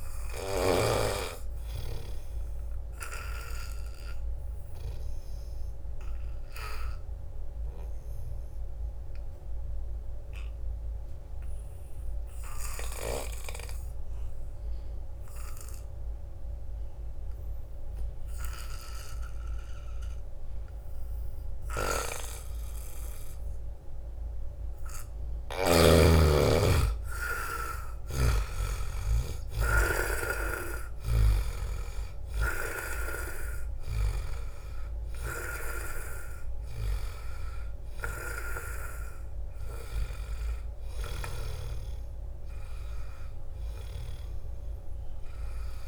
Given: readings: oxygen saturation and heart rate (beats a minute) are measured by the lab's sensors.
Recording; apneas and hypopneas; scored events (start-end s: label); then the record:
breathing in sleep by a room microphone; 1
0.00-1.00 s: snoring (device-marked)
0.00-14.50 s: oxygen desaturation (device-marked, oxygen 83% lowest)
2.00-24.50 s: obstructive apnea (oxygen 99% before, 79% lowest)
16.50-45.88 s: oxygen desaturation (device-marked, oxygen 97% before, 79% lowest)
26.50-29.50 s: arousal
28.00-41.50 s: snoring (device-marked)
From the record:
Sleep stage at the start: N2 (light sleep); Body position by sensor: on the back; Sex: male